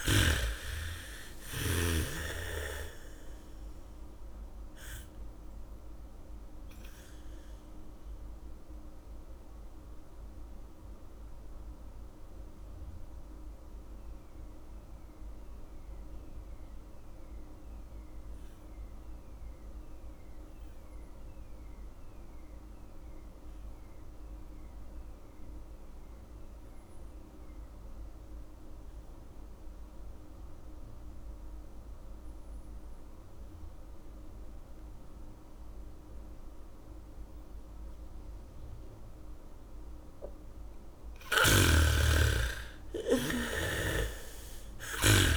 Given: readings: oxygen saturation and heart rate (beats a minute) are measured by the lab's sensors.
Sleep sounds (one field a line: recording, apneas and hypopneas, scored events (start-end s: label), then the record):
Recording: breathing in sleep by a room microphone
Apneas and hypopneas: 1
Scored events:
0.00-1.00 s: arousal
0.00-1.00 s: snoring (device-marked)
0.00-3.00 s: bradycardia (device-marked, heart rate 39 extreme)
0.00-24.00 s: oxygen desaturation (device-marked, oxygen 77% lowest, heart rate 38 extreme)
7.50-40.50 s: mixed apnea (oxygen 99% before, 75% lowest, heart rate 55 before, 45 extreme, up 0 after)
30.00-45.37 s: oxygen desaturation (device-marked, oxygen 98% before, 75% lowest, heart rate 78 before, 45 extreme)
31.00-45.37 s: bradycardia (device-marked, heart rate 72 before, 45 extreme)
44.00-45.37 s: snoring (device-marked)
From the record:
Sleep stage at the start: N2 (light sleep)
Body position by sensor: on the back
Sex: female